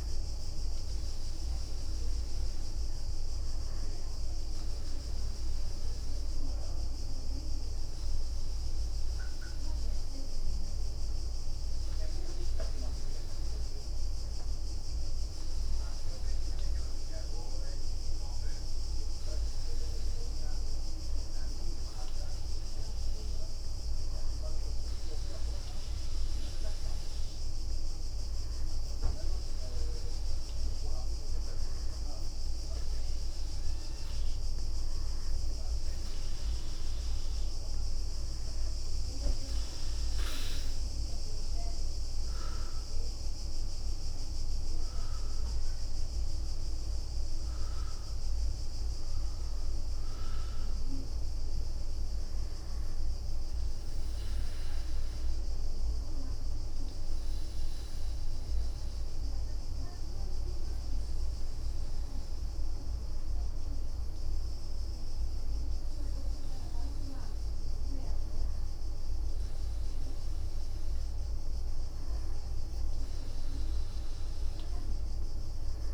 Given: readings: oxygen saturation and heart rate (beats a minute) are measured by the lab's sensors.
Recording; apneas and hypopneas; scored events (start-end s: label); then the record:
breathing in sleep, hard to hear, by a room microphone; 2
0.00-5.00 s: bradycardia (device-marked, heart rate 55 extreme)
5.00-20.50 s: hypopnea (oxygen 98% before, 96% lowest, heart rate 65 before, 60 extreme, up 5 after)
28.50-33.00 s: arousal
52.00-62.00 s: bradycardia (device-marked, heart rate 65 before, 57 extreme)
54.00-66.50 s: hypopnea (oxygen 98% before, 97% lowest, heart rate 66 before, 57 extreme, up 8 after)
69.00-72.50 s: arousal
From the record:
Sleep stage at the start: N2 (light sleep); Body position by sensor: on the front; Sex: female